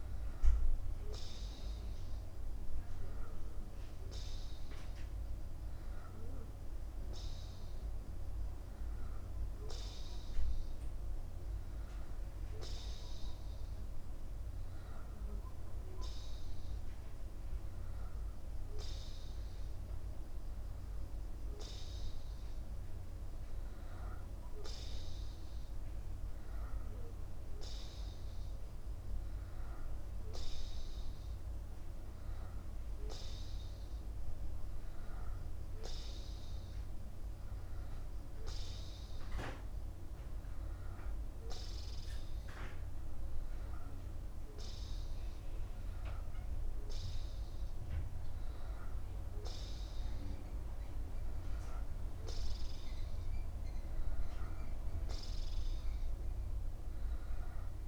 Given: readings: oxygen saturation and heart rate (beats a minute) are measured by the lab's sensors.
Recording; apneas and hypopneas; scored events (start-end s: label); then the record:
breathing in sleep, hard to hear, by a room microphone; none
none scored
From the record:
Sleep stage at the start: N2 (light sleep); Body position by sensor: upright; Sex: male